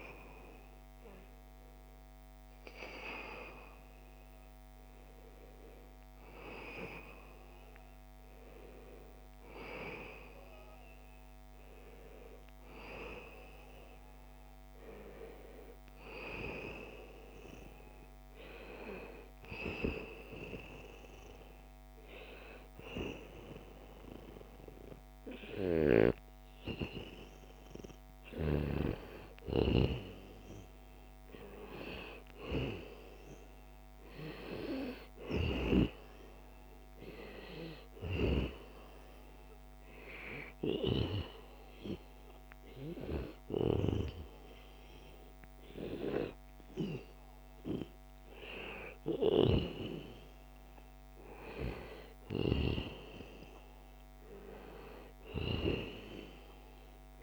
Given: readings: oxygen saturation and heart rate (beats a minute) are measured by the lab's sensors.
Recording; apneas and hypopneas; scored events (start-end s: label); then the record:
breathing in sleep by a microphone on the trachea; none
16.00-31.00 s: oxygen desaturation (device-marked, oxygen 96% before, 93% lowest, heart rate 89 before, 81 extreme)
36.00-48.00 s: oxygen desaturation (device-marked, oxygen 94% before, 91% lowest, heart rate 83 before, 79 extreme)
From the record:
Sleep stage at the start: N1 (lightest sleep); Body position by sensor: on the back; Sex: male